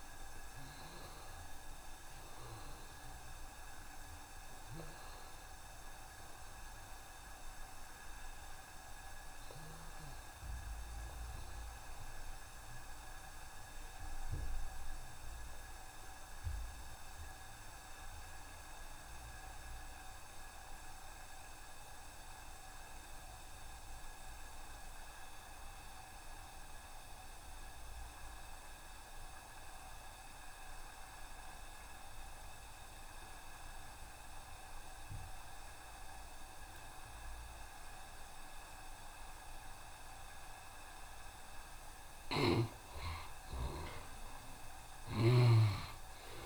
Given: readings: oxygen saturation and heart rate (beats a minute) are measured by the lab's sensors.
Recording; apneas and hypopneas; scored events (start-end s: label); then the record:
breathing in sleep, hard to hear, by a room microphone; 1
0.00-15.00 s: oxygen desaturation (device-marked, oxygen 79% lowest, heart rate 69 extreme)
11.50-39.50 s: obstructive apnea (oxygen 91% before, 78% lowest, heart rate 73 before, 69 extreme, up 2 after)
33.00-46.46 s: oxygen desaturation (device-marked, oxygen 93% before, 78% lowest, heart rate 70 before, 68 extreme)
42.00-45.50 s: snoring (device-marked)
From the record:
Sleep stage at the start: N2 (light sleep); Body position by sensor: on the right side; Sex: male